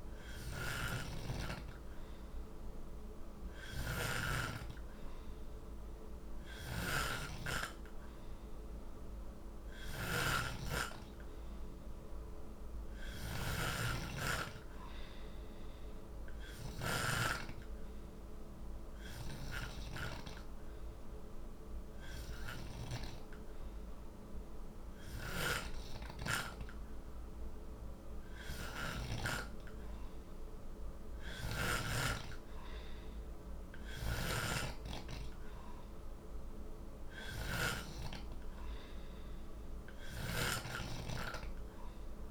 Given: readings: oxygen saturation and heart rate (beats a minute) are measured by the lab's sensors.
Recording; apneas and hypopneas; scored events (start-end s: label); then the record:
breathing in sleep by a room microphone; none
0.00-17.00 s: snoring (device-marked)
25.50-32.00 s: snoring (device-marked)
34.00-40.50 s: snoring (device-marked)
From the record:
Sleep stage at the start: N2 (light sleep); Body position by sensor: on the back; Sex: male